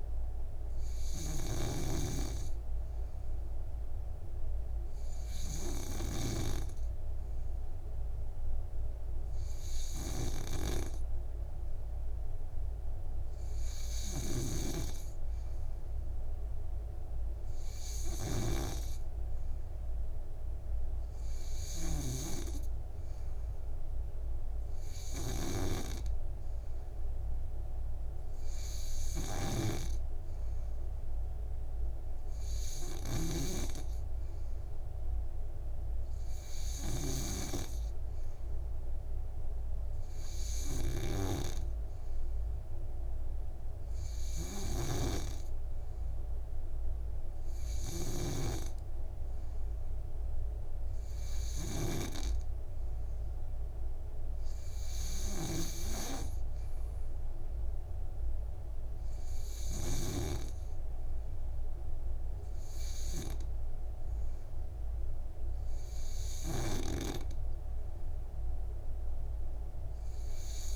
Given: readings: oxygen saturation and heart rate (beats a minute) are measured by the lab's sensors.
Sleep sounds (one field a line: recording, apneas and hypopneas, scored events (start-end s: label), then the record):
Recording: breathing in sleep by a room microphone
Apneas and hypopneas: none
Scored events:
0.00-6.50 s: snoring (device-marked)
14.50-60.50 s: snoring (device-marked)
From the record:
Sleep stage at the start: N2 (light sleep)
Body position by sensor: on the back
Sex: male